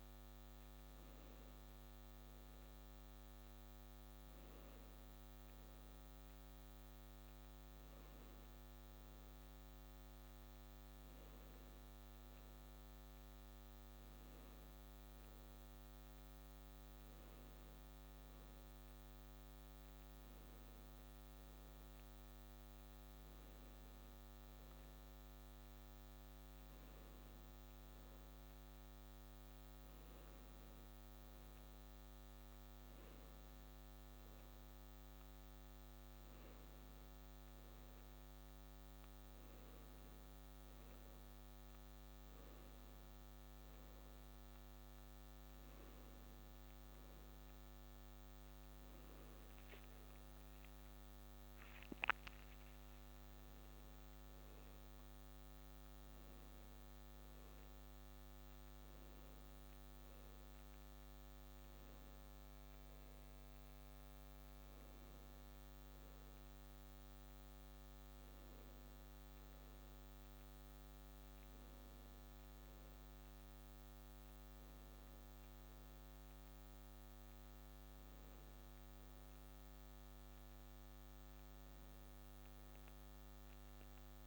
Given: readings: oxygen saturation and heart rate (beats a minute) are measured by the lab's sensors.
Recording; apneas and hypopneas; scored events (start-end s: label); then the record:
breathing in sleep, hard to hear, by a microphone on the trachea; none
none scored
From the record:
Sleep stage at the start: N1 (lightest sleep); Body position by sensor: on the back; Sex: male